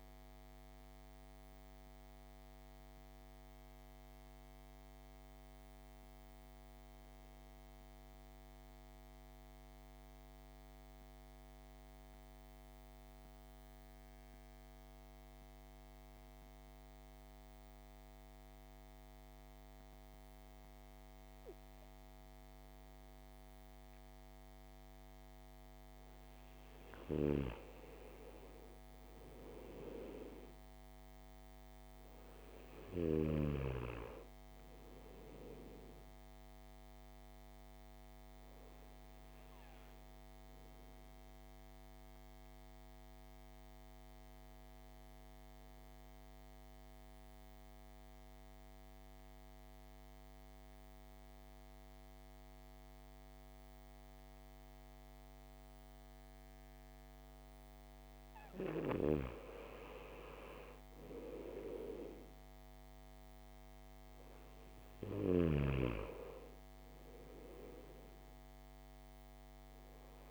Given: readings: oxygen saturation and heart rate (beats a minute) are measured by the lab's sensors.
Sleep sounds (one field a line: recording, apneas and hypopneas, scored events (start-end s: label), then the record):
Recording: breathing in sleep by a microphone on the trachea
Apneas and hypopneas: 2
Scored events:
0.00-14.50 s: oxygen desaturation (device-marked, oxygen 86% lowest, heart rate 51 extreme)
0.50-27.50 s: mixed apnea (oxygen 99% before, 86% lowest, heart rate 62 before, 52 extreme, up 2 after)
29.50-33.00 s: arousal
31.50-49.50 s: oxygen desaturation (device-marked, oxygen 98% before, 89% lowest, heart rate 56 before, 55 extreme)
39.00-58.00 s: obstructive apnea (oxygen 99% before, 89% lowest, heart rate 56 before, 50 extreme, up 2 after)
60.50-64.00 s: arousal
63.50-70.31 s: oxygen desaturation (device-marked, oxygen 98% before, 90% lowest, heart rate 58 before, 50 extreme)
From the record:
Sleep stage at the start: N2 (light sleep)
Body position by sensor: on the back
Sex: male